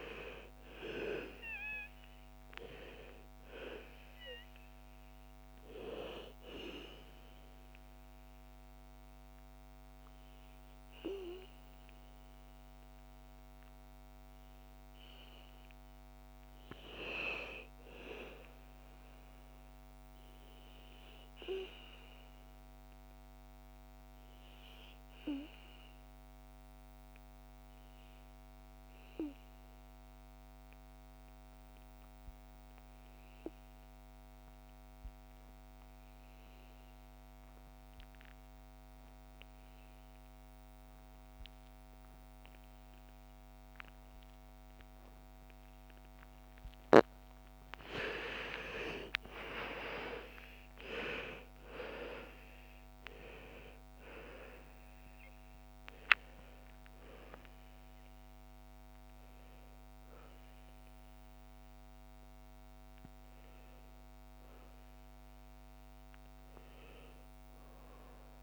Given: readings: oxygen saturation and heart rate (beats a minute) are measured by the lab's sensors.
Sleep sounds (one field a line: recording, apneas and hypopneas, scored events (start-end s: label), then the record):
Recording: breathing in sleep by a microphone on the trachea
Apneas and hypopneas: 1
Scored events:
0.00-16.00 s: oxygen desaturation (device-marked, oxygen 81% lowest, heart rate 54 extreme)
19.50-45.50 s: obstructive apnea (oxygen 99% before, 77% lowest, heart rate 62 before, 55 extreme, up 53 after)
37.00-68.43 s: oxygen desaturation (device-marked, oxygen 98% before, 77% lowest, heart rate 60 before, 56 extreme)
47.00-51.00 s: arousal
53.00-68.43 s: new sleep stage, REM sleep
From the record:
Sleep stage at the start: N2 (light sleep)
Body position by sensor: on the back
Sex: female